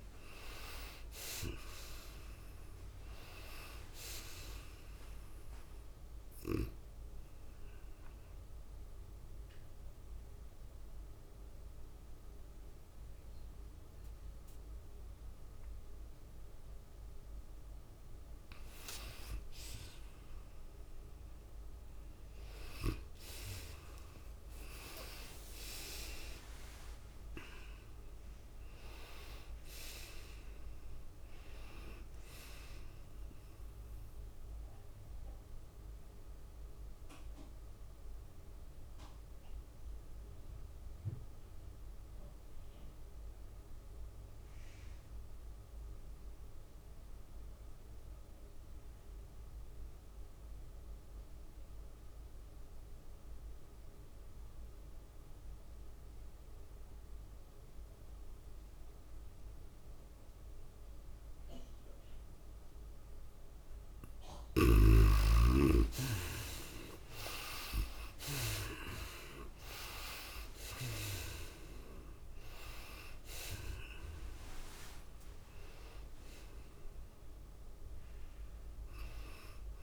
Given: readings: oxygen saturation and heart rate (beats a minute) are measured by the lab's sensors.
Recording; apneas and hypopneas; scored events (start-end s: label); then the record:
breathing in sleep by a room microphone; 2
0.00-12.00 s: drop in pulse transit time (device-marked, heart rate 90 extreme)
0.00-13.00 s: oxygen desaturation (device-marked, oxygen 81% lowest, heart rate 84 extreme)
0.00-14.00 s: tachycardia (device-marked, heart rate 106 extreme)
8.00-19.50 s: obstructive apnea (oxygen 98% before, 76% lowest, heart rate 96 before, 93 extreme, up 2 after)
22.00-40.00 s: oxygen desaturation (device-marked, oxygen 97% before, 86% lowest, heart rate 102 before, 85 extreme)
22.50-27.00 s: arousal
23.00-25.00 s: tachycardia (device-marked, heart rate 97 before, 100 extreme)
26.00-37.00 s: drop in pulse transit time (device-marked, heart rate 101 before, 93 extreme)
27.50-29.50 s: long interval between heartbeats (device-marked, heart rate 101 before, 93 extreme)
34.50-64.00 s: obstructive apnea (oxygen 97% before, 76% lowest, heart rate 98 before, 85 extreme, up 11 after)
43.00-45.00 s: long interval between heartbeats (device-marked, heart rate 97 before, 85 extreme)
48.00-79.83 s: oxygen desaturation (device-marked, oxygen 96% before, 76% lowest, heart rate 94 before, 87 extreme)
65.00-79.83 s: drop in pulse transit time (device-marked, heart rate 89 before, 90 extreme)
66.50-70.00 s: arousal
69.00-79.83 s: tachycardia (device-marked, heart rate 97 before, 105 extreme)
From the record:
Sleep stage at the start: N2 (light sleep); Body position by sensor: on the right side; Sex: female